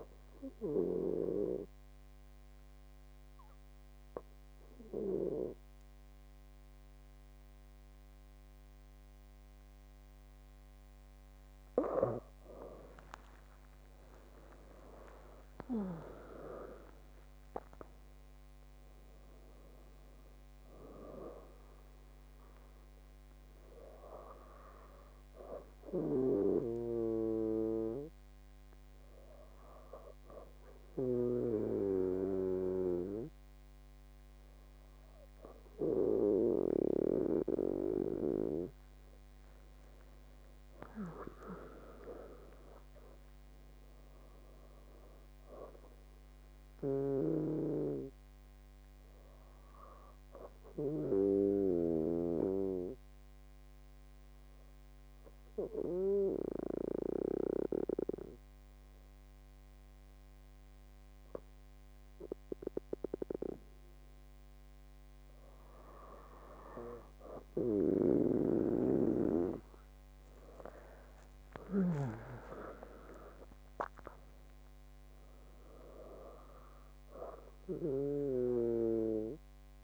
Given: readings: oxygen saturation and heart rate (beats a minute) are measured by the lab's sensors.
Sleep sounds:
breathing in sleep by a microphone on the trachea; 3
2.00-12.50 s: obstructive apnea (oxygen 99% before, 95% lowest)
14.00-17.00 s: arousal
28.00-39.50 s: hypopnea (oxygen 98% before, 95% lowest)
41.00-44.00 s: arousal
52.00-65.00 s: obstructive apnea (oxygen 98% before, 95% lowest)
71.00-74.00 s: arousal
From the record:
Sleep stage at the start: N2 (light sleep); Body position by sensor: on the back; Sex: female

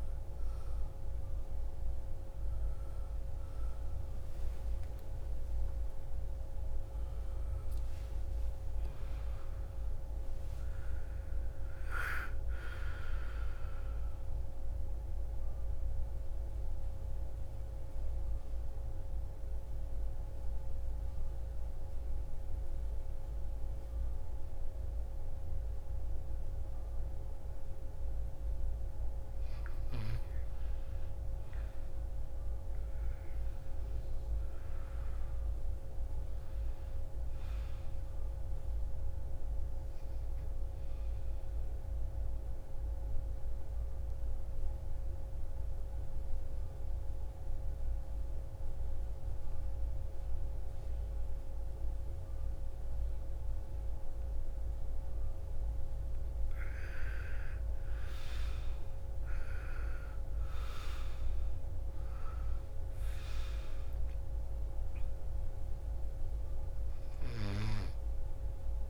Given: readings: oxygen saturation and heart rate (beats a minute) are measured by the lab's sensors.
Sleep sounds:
breathing in sleep, hard to hear, by a room microphone; 2
0.00-16.00 s: oxygen desaturation (device-marked, oxygen 86% lowest, heart rate 58 extreme)
4.50-9.00 s: arousal
15.50-28.50 s: hypopnea (oxygen 96% before, 89% lowest, heart rate 93 before, 56 extreme, up 8 after)
30.50-34.50 s: arousal
35.00-47.00 s: oxygen desaturation (device-marked, oxygen 99% before, 94% lowest, heart rate 61 before, 39 extreme)
42.00-55.50 s: obstructive apnea (oxygen 99% before, 88% lowest, heart rate 62 before, 39 extreme, up 34 after)
57.00-61.00 s: arousal
58.00-68.90 s: oxygen desaturation (device-marked, oxygen 98% before, 89% lowest, heart rate 56 before, 56 extreme)
From the record:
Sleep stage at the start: N2 (light sleep); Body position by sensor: on the right side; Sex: female

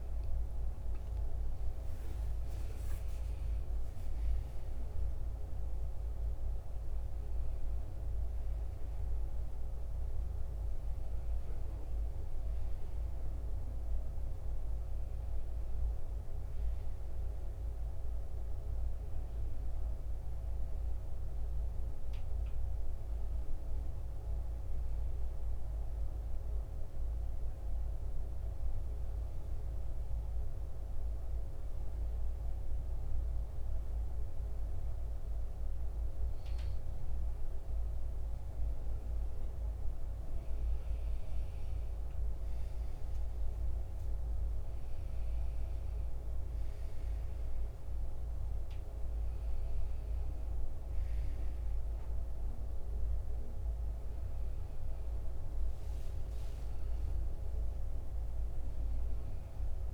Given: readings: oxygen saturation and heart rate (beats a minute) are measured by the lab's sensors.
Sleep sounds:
breathing in sleep, hard to hear, by a room microphone; 1
19.50-24.00 s: arousal
27.50-38.00 s: mixed apnea (oxygen 95% before, 91% lowest, heart rate 83 before, 74 extreme, up 11 after)
39.50-42.50 s: arousal
45.00-59.94 s: oxygen desaturation (device-marked, oxygen 94% before, 91% lowest, heart rate 78 before, 74 extreme)
From the record:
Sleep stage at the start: N2 (light sleep); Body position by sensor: on the back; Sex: male

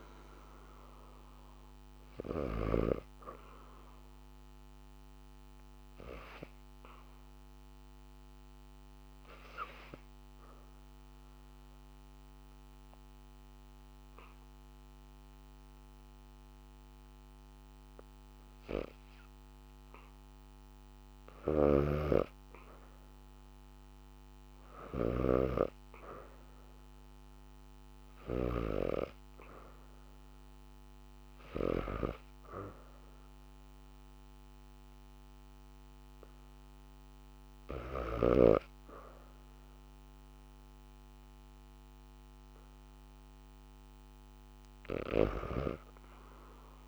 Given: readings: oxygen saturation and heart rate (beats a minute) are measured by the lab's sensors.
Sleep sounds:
breathing in sleep by a microphone on the trachea; 1
0.00-10.50 s: oxygen desaturation (device-marked, oxygen 91% lowest, heart rate 67 extreme)
5.50-20.50 s: obstructive apnea (oxygen 96% before, 82% lowest, heart rate 84 before, 67 extreme)
20.50-46.50 s: oxygen desaturation (device-marked, oxygen 99% before, 82% lowest, heart rate 75 before, 67 extreme)
21.00-31.50 s: snoring (device-marked)
23.50-27.00 s: arousal
From the record:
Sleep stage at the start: N2 (light sleep); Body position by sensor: on the back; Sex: female

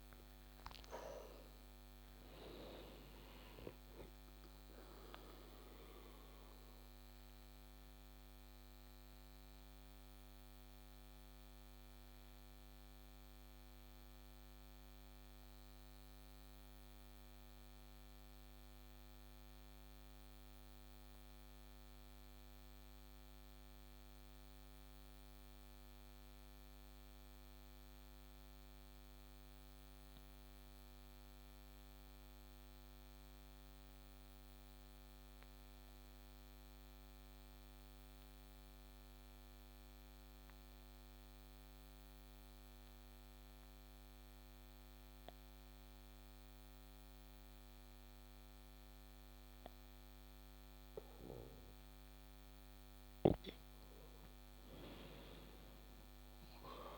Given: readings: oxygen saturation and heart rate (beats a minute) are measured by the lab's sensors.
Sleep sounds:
breathing in sleep by a microphone on the trachea; 1
0.00-26.00 s: oxygen desaturation (device-marked, oxygen 92% lowest)
5.50-52.00 s: obstructive apnea (oxygen 97% before, 92% lowest)
54.00-56.98 s: arousal
From the record:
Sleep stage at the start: N2 (light sleep); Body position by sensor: on the back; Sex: male

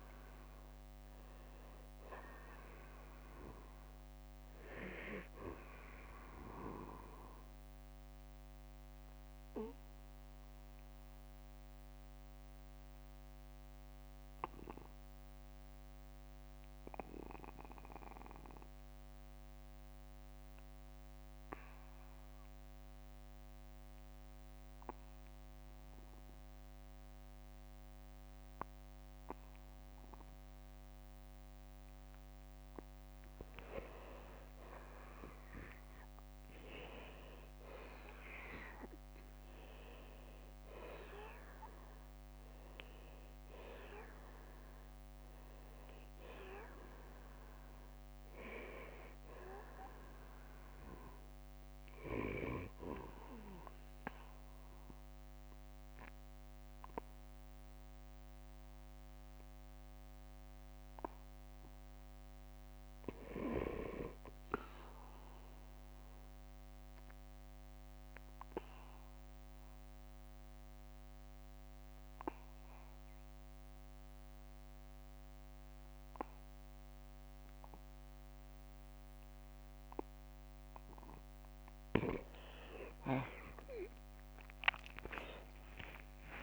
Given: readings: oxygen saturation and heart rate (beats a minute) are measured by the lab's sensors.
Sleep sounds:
breathing in sleep by a microphone on the trachea; 2
0.00-3.00 s: oxygen desaturation (device-marked, oxygen 90% lowest, heart rate 44 extreme)
3.00-5.00 s: long interval between heartbeats (device-marked, heart rate 54 before, 65 extreme)
7.00-32.00 s: obstructive apnea (oxygen 95% before, 85% lowest, heart rate 59 before, 50 extreme, up 10 after)
13.00-25.00 s: oxygen desaturation (device-marked, oxygen 92% before, 87% lowest, heart rate 60 before, 50 extreme)
23.00-25.00 s: long interval between heartbeats (device-marked, heart rate 60 before, 58 extreme)
33.50-39.50 s: arousal
44.00-55.00 s: oxygen desaturation (device-marked, oxygen 95% before, 90% lowest, heart rate 55 before, 53 extreme)
46.00-48.00 s: long interval between heartbeats (device-marked, heart rate 56 before, 61 extreme)
57.00-77.00 s: oxygen desaturation (device-marked, oxygen 93% before, 85% lowest, heart rate 59 before, 48 extreme)
65.00-82.00 s: obstructive apnea (oxygen 95% before, 85% lowest, heart rate 60 before, 48 extreme, up 16 after)
81.00-86.43 s: new sleep stage, awake
From the record:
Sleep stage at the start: N2 (light sleep); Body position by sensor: on the back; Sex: male

